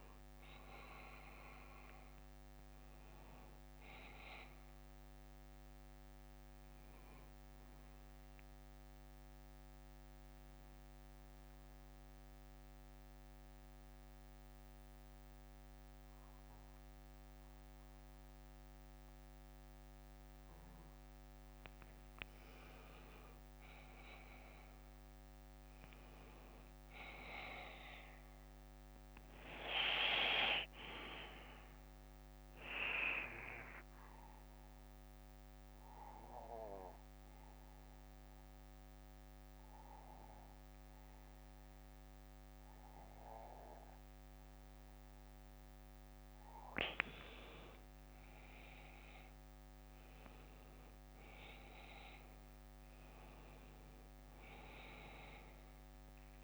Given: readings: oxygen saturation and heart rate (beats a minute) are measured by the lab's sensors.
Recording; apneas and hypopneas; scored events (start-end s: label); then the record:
breathing in sleep by a microphone on the trachea; 2
2.50-21.50 s: bradycardia (device-marked, heart rate 61 before, 49 extreme)
8.50-22.00 s: central apnea (oxygen 97% before, 93% lowest, heart rate 66 before, 49 extreme, up 19 after)
24.00-27.50 s: arousal
25.50-28.50 s: bradycardia (device-marked, heart rate 61 before, 59 extreme)
33.00-47.50 s: obstructive apnea (oxygen 97% before, 92% lowest, heart rate 57 before, 50 extreme, up 15 after)
33.50-46.50 s: bradycardia (device-marked, heart rate 61 before, 49 extreme)
50.00-53.50 s: arousal
54.50-56.44 s: bradycardia (device-marked, heart rate 61 before, 50 extreme)
From the record:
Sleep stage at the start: N2 (light sleep); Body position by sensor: on the back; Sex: male